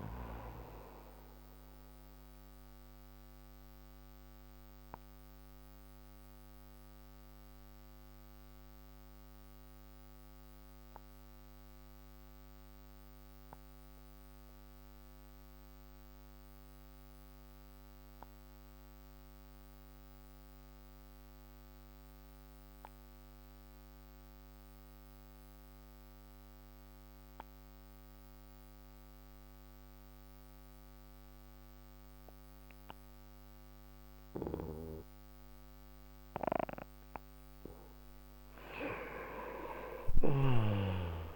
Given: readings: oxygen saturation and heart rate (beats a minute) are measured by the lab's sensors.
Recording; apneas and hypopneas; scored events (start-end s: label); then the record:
breathing in sleep by a microphone on the trachea; 1
0.00-17.50 s: oxygen desaturation (device-marked, oxygen 86% lowest, heart rate 36 extreme)
1.50-35.50 s: mixed apnea (oxygen 98% before, 86% lowest, heart rate 64 before, 35 extreme, up 6 after)
38.50-41.36 s: arousal
From the record:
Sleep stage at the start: N2 (light sleep); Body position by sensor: on the right side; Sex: male